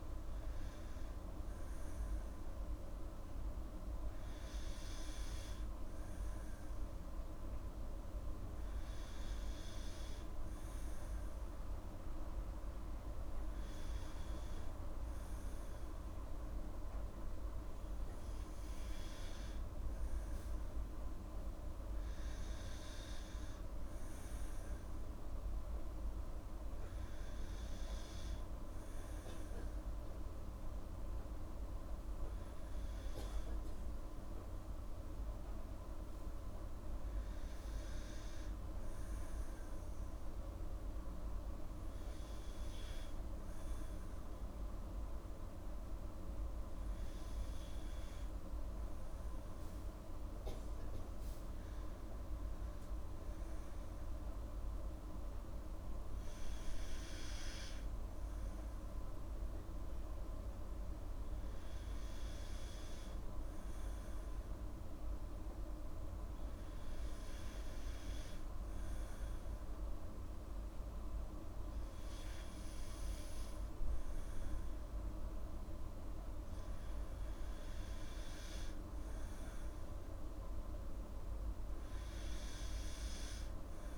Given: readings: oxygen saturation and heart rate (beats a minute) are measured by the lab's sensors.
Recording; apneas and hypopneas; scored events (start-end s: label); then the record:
breathing in sleep, hard to hear, by a room microphone; none
53.50-57.50 s: arousal
From the record:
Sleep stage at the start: N2 (light sleep); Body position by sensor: on the back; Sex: female